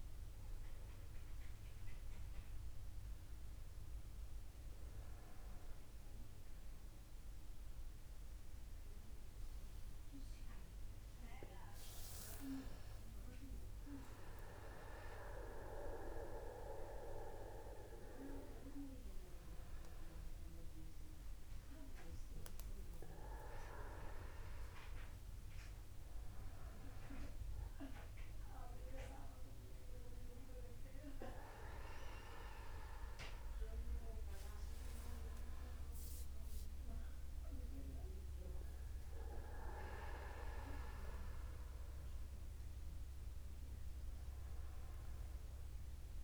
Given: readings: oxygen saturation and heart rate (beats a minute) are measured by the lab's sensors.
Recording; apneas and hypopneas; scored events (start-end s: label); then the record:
a person awake in a sleep study, by a room microphone; none
1.00-3.00 s: long interval between heartbeats (device-marked, heart rate 95 before, 80 extreme)
8.50-10.50 s: long interval between heartbeats (device-marked, heart rate 99 before, 135 extreme)
11.50-13.50 s: long interval between heartbeats (device-marked, heart rate 109 before, 186 extreme)
19.00-21.00 s: long interval between heartbeats (device-marked, heart rate 121 before, 67 extreme)
22.50-24.50 s: long interval between heartbeats (device-marked, heart rate 115 before, 76 extreme)
24.50-26.50 s: long interval between heartbeats (device-marked, heart rate 114 before, 77 extreme)
36.00-38.00 s: long interval between heartbeats (device-marked, heart rate 68 before, 59 extreme)
From the record:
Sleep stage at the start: awake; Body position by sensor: upright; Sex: male